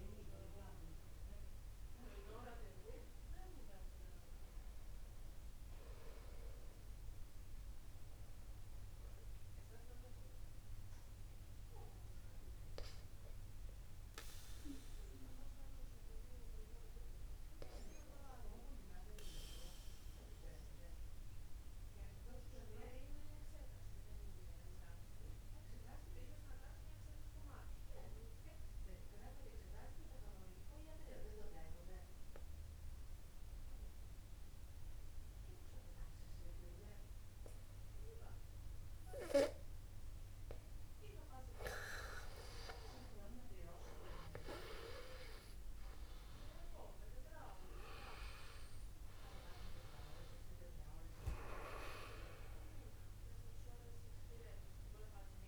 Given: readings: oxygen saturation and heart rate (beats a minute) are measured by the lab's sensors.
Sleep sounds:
breathing in sleep by a room microphone; 1
12.50-41.00 s: obstructive apnea (oxygen 98% before, 93% lowest, heart rate 49 before, 49 extreme, up 1 after)
51.00-53.00 s: long interval between heartbeats (device-marked, heart rate 50 before, 59 extreme)
51.50-55.47 s: new sleep stage, N1 (lightest sleep)
54.00-55.47 s: long interval between heartbeats (device-marked, heart rate 51 before, 73 extreme)
From the record:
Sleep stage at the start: N2 (light sleep); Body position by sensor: upright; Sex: male

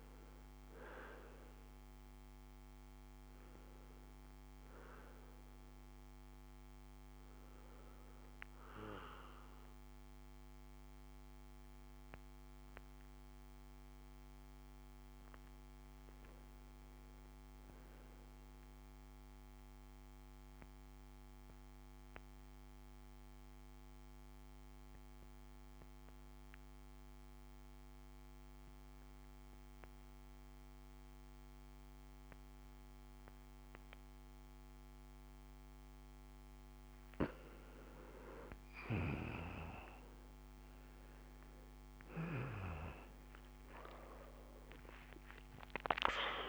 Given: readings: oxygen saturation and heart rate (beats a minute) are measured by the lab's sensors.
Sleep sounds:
breathing in sleep by a microphone on the trachea; 1
0.00-16.00 s: oxygen desaturation (device-marked, oxygen 92% lowest, heart rate 55 extreme)
20.00-36.00 s: obstructive apnea (oxygen 97% before, 89% lowest, heart rate 57 before, 55 extreme, up 9 after)
38.00-46.49 s: oxygen desaturation (device-marked, oxygen 95% before, 89% lowest, heart rate 57 before, 59 extreme)
39.00-45.50 s: arousal
From the record:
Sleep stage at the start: N2 (light sleep); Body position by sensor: on the back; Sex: male

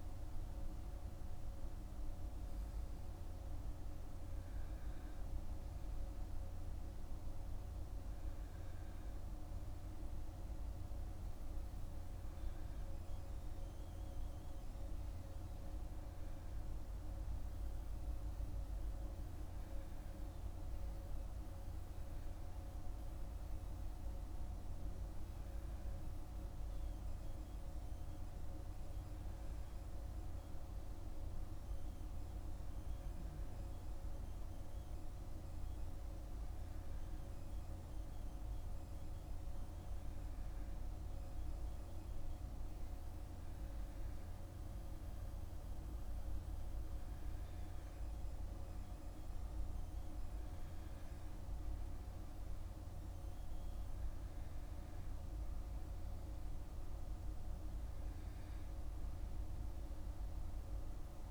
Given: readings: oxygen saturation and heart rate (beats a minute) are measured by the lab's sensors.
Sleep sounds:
breathing in sleep, hard to hear, by a room microphone; none
none scored
From the record:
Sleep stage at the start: N2 (light sleep); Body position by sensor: on the back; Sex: male

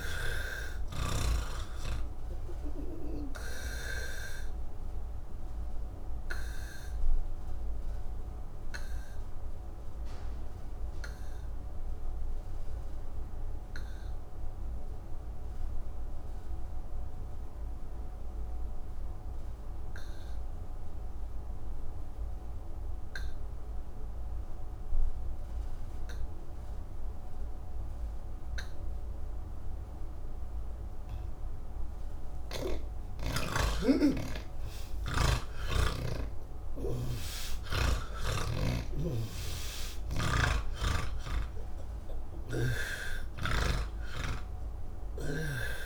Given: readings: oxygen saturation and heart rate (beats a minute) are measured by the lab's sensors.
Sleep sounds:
breathing in sleep by a room microphone; 1
0.00-3.50 s: snoring (device-marked)
0.00-20.50 s: oxygen desaturation (device-marked, oxygen 80% lowest, heart rate 130 extreme)
5.50-33.50 s: obstructive apnea (oxygen 98% before, 78% lowest, heart rate 186 before, 139 extreme, up 26 after)
32.50-39.50 s: oxygen desaturation (device-marked, oxygen 97% before, 89% lowest, heart rate 172 before, 149 extreme)
From the record:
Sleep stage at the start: N1 (lightest sleep); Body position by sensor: on the back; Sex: male

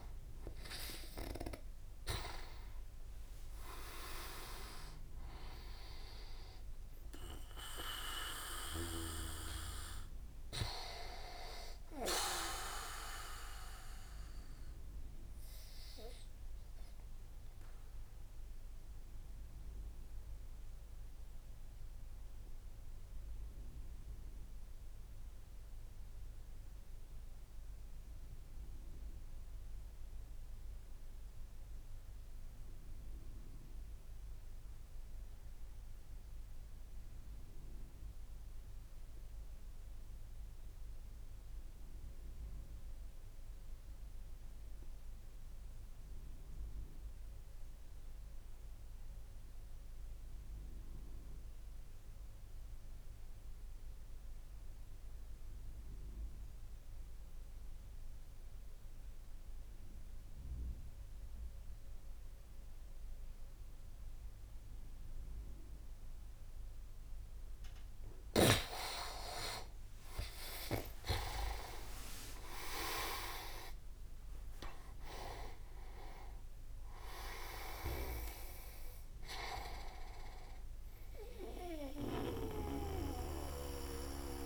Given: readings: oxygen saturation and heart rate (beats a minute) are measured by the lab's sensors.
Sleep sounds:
breathing in sleep by a room microphone; 1
0.00-3.50 s: arousal
0.00-30.00 s: oxygen desaturation (device-marked, oxygen 79% lowest)
13.50-66.00 s: obstructive apnea (oxygen 91% before, 79% lowest)
48.00-84.46 s: oxygen desaturation (device-marked, oxygen 99% before, 87% lowest)
69.00-73.50 s: arousal
70.50-76.00 s: leg movement (device-marked)
From the record:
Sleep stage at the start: N2 (light sleep); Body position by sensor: on the back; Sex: male

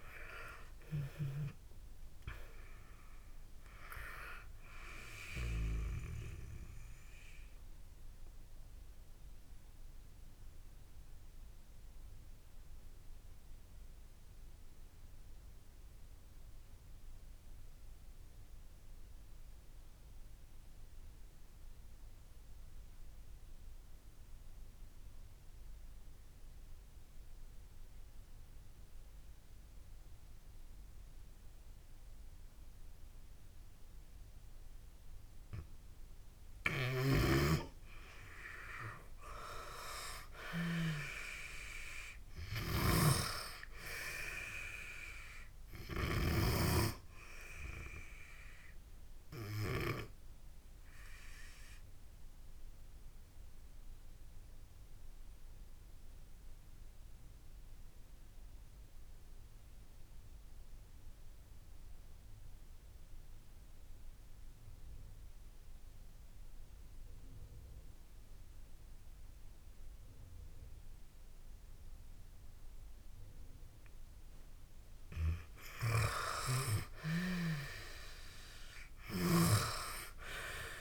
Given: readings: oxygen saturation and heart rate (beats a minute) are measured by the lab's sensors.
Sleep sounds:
breathing in sleep by a room microphone; 2
0.00-28.00 s: oxygen desaturation (device-marked, oxygen 76% lowest)
9.00-35.50 s: obstructive apnea (oxygen 97% before, 76% lowest)
38.00-40.50 s: arousal
45.00-71.00 s: oxygen desaturation (device-marked, oxygen 95% before, 82% lowest)
48.50-74.50 s: obstructive apnea (oxygen 98% before, 82% lowest)
75.50-79.00 s: arousal
From the record:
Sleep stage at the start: N2 (light sleep); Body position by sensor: on the back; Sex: female

